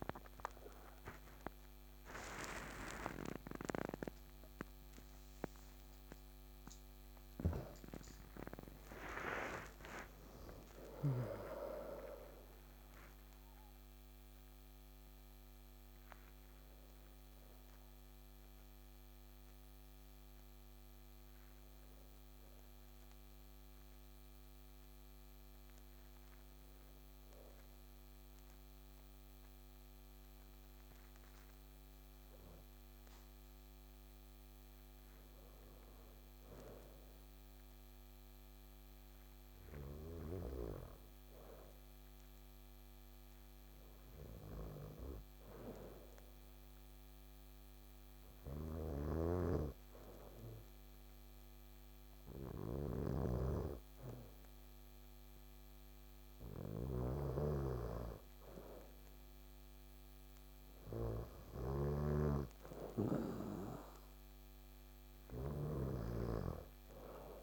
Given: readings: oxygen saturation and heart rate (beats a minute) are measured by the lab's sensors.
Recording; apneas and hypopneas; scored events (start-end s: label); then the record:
breathing in sleep by a microphone on the trachea; 1
18.50-22.50 s: arousal
25.00-62.00 s: obstructive apnea (oxygen 98% before, 91% lowest, heart rate 98 before, 65 extreme, up 4 after)
48.50-67.43 s: snoring (device-marked)
64.50-67.43 s: arousal
From the record:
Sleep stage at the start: N2 (light sleep); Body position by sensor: on the back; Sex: male